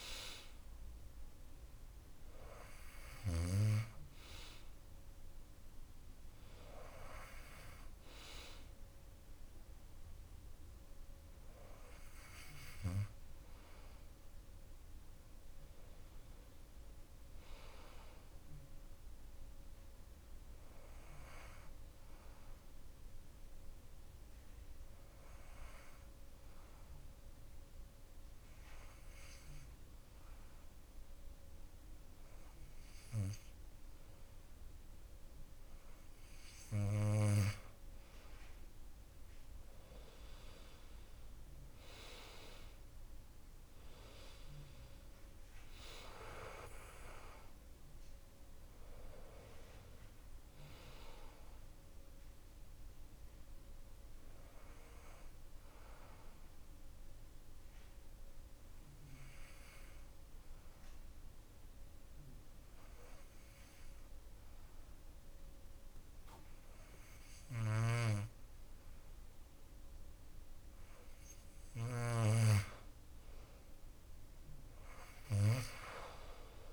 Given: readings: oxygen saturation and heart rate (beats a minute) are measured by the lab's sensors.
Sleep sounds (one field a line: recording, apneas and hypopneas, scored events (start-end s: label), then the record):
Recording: breathing in sleep by a room microphone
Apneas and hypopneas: 2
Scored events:
0.50-23.50 s: oxygen desaturation (device-marked, oxygen 95% before, 92% lowest)
20.50-36.50 s: obstructive apnea (oxygen 95% before, 90% lowest)
39.00-42.50 s: arousal
39.50-63.50 s: oxygen desaturation (device-marked, oxygen 95% before, 91% lowest)
56.00-71.00 s: obstructive apnea (oxygen 96% before, 90% lowest)
73.00-76.00 s: arousal
From the record:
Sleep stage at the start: N2 (light sleep)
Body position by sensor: on the back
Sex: male